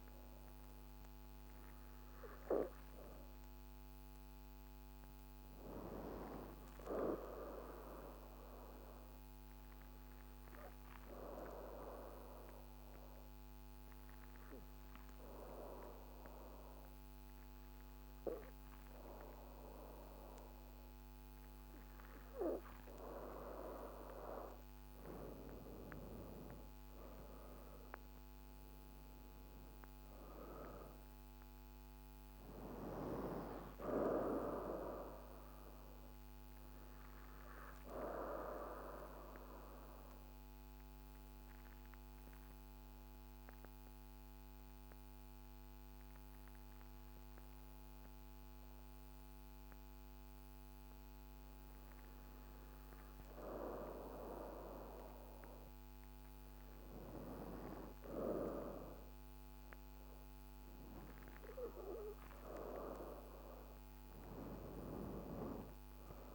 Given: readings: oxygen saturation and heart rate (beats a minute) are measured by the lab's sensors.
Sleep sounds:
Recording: breathing in sleep by a microphone on the trachea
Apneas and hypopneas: 2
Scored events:
0.00-2.00 s: arousal
2.50-17.50 s: oxygen desaturation (device-marked, oxygen 97% before, 90% lowest, heart rate 52 before, 52 extreme)
8.50-23.00 s: obstructive apnea (oxygen 97% before, 86% lowest, heart rate 53 before, 53 extreme, up 5 after)
24.50-29.00 s: arousal
24.50-46.50 s: oxygen desaturation (device-marked, oxygen 96% before, 86% lowest, heart rate 53 before, 52 extreme)
38.50-55.50 s: obstructive apnea (oxygen 96% before, 86% lowest, heart rate 55 before, 52 extreme, up 1 after)
57.00-62.50 s: arousal
59.50-66.35 s: oxygen desaturation (device-marked, oxygen 98% before, 90% lowest, heart rate 53 before, 51 extreme)
From the record:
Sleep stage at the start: N2 (light sleep)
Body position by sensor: on the back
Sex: female

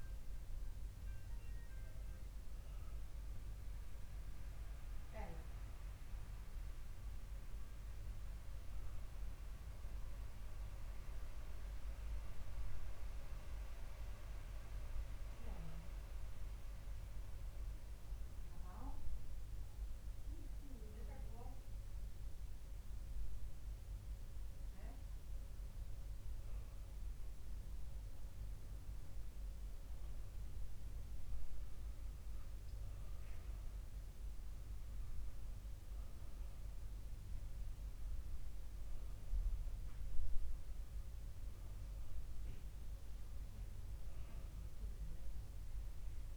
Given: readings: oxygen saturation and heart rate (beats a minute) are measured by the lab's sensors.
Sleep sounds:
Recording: breathing in sleep, hard to hear, by a room microphone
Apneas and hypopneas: 1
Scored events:
14.00-27.00 s: hypopnea (oxygen 93% before, 92% lowest, heart rate 71 before, 66 extreme, up 3 after)
30.00-33.50 s: arousal
From the record:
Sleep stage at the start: N2 (light sleep)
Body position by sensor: on the back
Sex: male

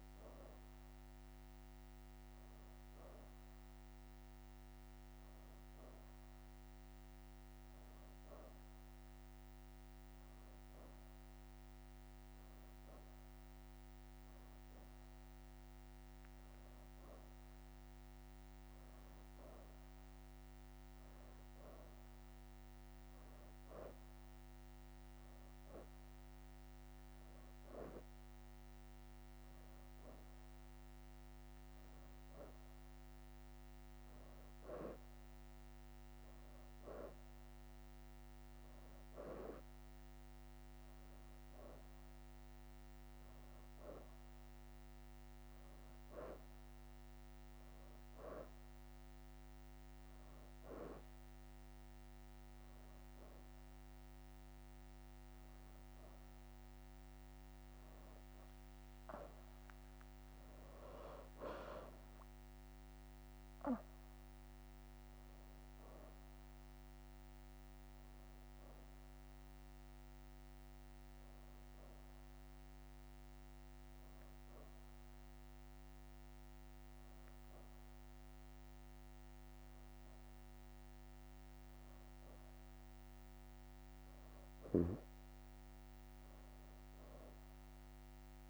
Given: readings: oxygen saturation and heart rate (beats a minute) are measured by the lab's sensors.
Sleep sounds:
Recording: breathing in sleep by a microphone on the trachea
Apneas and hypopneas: none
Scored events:
0.00-5.50 s: leg movement (device-marked)
6.50-13.50 s: leg movement (device-marked)
14.50-17.50 s: leg movement (device-marked)
18.00-22.00 s: leg movement (device-marked)
24.00-27.00 s: leg movement (device-marked)
39.50-42.00 s: leg movement (device-marked)
43.50-44.50 s: leg movement (device-marked)
57.50-62.00 s: leg movement (device-marked)
62.50-64.00 s: leg movement (device-marked)
71.00-74.00 s: leg movement (device-marked)
84.00-88.50 s: leg movement (device-marked)
From the record:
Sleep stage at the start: N2 (light sleep)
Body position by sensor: on the back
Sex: female

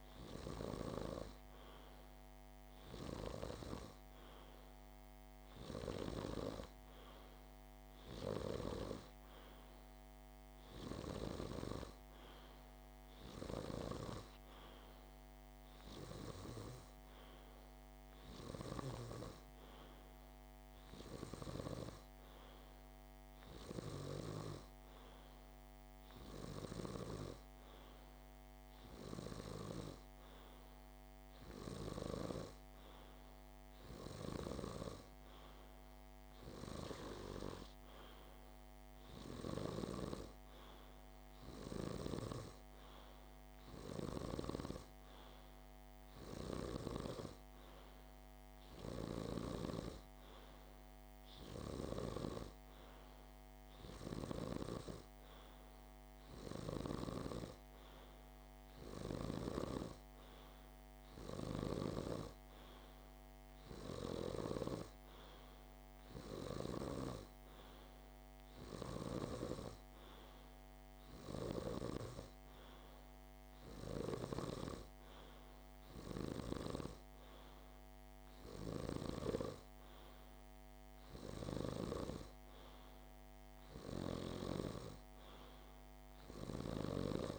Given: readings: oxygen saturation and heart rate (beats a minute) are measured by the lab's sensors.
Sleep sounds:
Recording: breathing in sleep by a microphone on the trachea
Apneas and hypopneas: none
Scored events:
none scored
From the record:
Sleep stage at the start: N2 (light sleep)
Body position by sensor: on the back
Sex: male

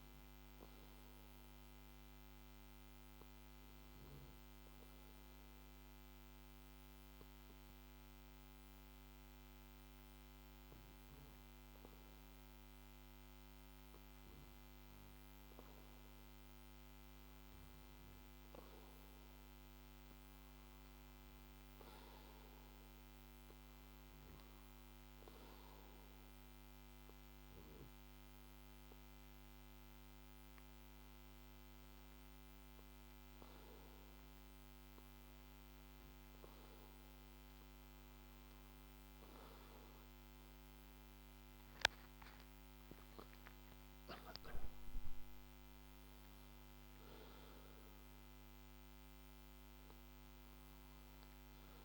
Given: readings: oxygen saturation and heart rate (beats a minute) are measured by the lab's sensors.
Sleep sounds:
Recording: breathing in sleep, hard to hear, by a microphone on the trachea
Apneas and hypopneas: 1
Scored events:
2.00-14.50 s: hypopnea (oxygen 96% before, 93% lowest, heart rate 58 before, 53 extreme, up 1 after)
40.50-44.00 s: arousal
From the record:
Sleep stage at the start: N2 (light sleep)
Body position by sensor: on the back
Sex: male

